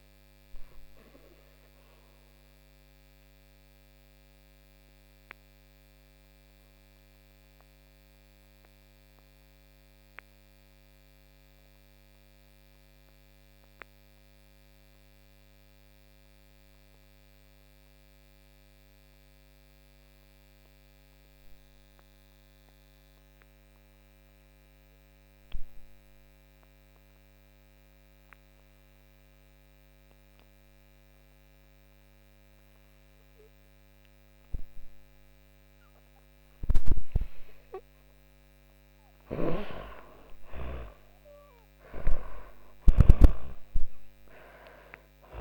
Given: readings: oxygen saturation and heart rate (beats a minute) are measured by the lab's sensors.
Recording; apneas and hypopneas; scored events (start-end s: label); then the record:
breathing in sleep by a microphone on the trachea; 1
0.00-12.50 s: oxygen desaturation (device-marked, oxygen 78% lowest)
1.50-36.00 s: obstructive apnea (oxygen 99% before, 78% lowest)
29.50-45.41 s: oxygen desaturation (device-marked, oxygen 99% before, 80% lowest)
37.50-42.00 s: arousal
38.00-42.00 s: snoring (device-marked)
From the record:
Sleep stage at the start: N2 (light sleep); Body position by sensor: on the back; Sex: female